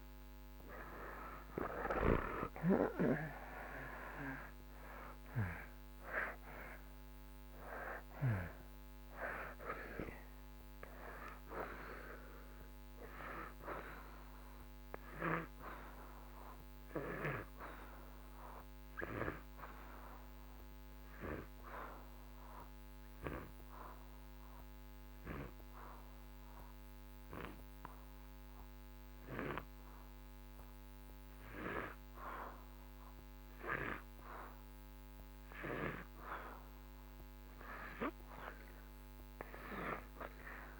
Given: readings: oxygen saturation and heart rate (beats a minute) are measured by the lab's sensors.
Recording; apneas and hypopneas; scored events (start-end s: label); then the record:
breathing in sleep by a microphone on the trachea; 1
0.00-12.50 s: oxygen desaturation (device-marked, oxygen 87% lowest)
19.50-34.50 s: obstructive apnea (oxygen 92% before, 85% lowest)
From the record:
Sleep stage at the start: N2 (light sleep); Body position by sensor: on the back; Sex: male